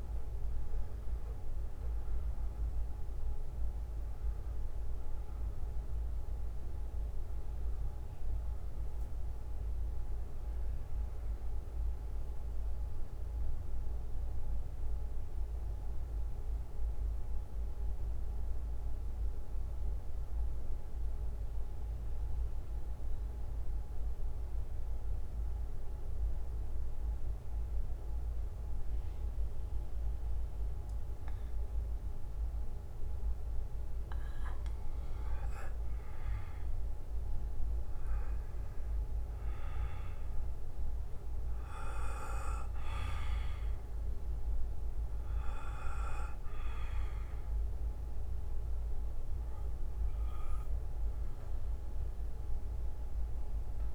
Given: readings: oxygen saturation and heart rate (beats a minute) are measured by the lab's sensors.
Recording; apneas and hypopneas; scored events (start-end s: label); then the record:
breathing in sleep by a room microphone; 1
11.50-16.50 s: oxygen desaturation (device-marked, oxygen 97% before, 94% lowest, heart rate 66 before, 52 extreme)
12.50-23.50 s: bradycardia (device-marked, heart rate 60 before, 52 extreme)
12.50-35.50 s: central apnea (oxygen 98% before, 91% lowest, heart rate 66 before, 53 extreme, up 7 after)
24.50-26.50 s: bradycardia (device-marked, heart rate 60 before, 56 extreme)
29.50-31.50 s: bradycardia (device-marked, heart rate 60 before, 65 extreme)
38.50-43.50 s: arousal
40.50-53.95 s: oxygen desaturation (device-marked, oxygen 99% before, 91% lowest, heart rate 60 before, 53 extreme)
44.50-46.50 s: bradycardia (device-marked, heart rate 60 before, 56 extreme)
52.50-53.95 s: bradycardia (device-marked, heart rate 60 before, 53 extreme)
From the record:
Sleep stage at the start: N2 (light sleep); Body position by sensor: on the back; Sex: male